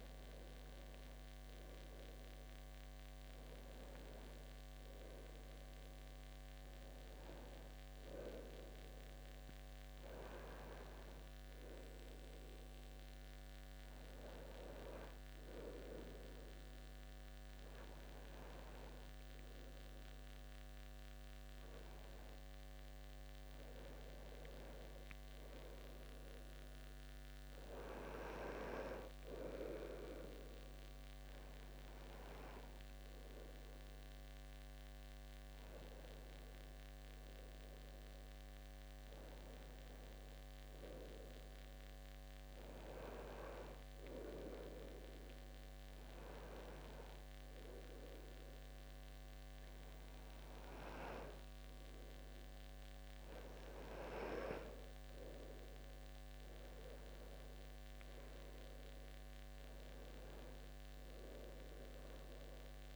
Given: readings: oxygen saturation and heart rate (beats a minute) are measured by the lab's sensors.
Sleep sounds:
breathing in sleep by a microphone on the trachea; 2
10.00-23.00 s: hypopnea (oxygen 94% before, 92% lowest, heart rate 77 before, 73 extreme, up 0 after)
25.50-28.50 s: arousal
43.00-54.00 s: obstructive apnea (oxygen 94% before, 92% lowest, heart rate 75 before, 75 extreme, up 3 after)
56.00-59.00 s: arousal
From the record:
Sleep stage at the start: N2 (light sleep); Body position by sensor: on the left side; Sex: male

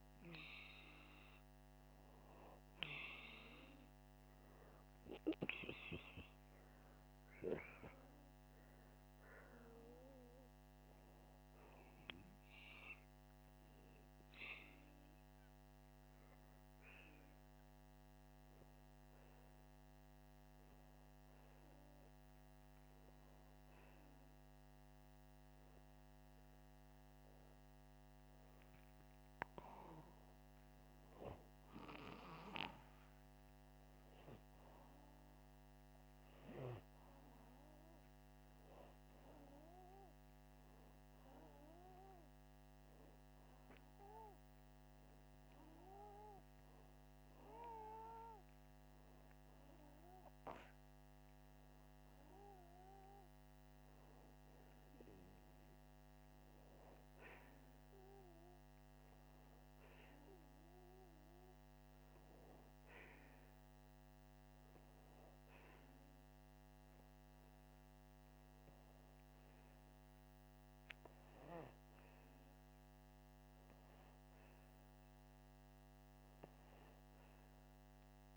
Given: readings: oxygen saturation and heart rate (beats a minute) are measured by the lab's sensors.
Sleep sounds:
breathing in sleep by a microphone on the trachea; none
none scored
From the record:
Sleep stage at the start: N2 (light sleep); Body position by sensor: upright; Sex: male

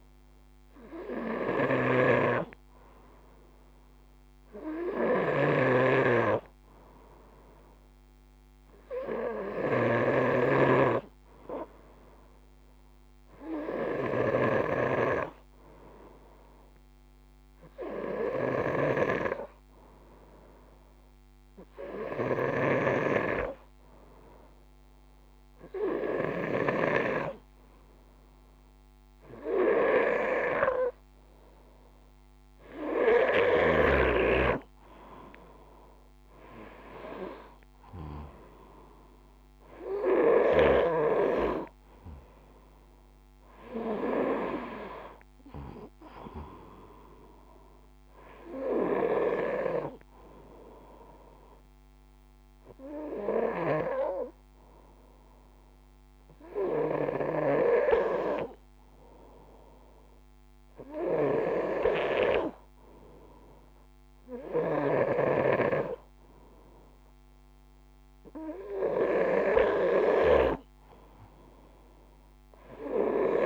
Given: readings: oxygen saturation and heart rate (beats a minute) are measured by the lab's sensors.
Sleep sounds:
breathing in sleep by a microphone on the trachea; none
0.00-25.50 s: snoring (device-marked)
63.50-73.46 s: snoring (device-marked)
From the record:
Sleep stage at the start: N2 (light sleep); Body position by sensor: on the front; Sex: male

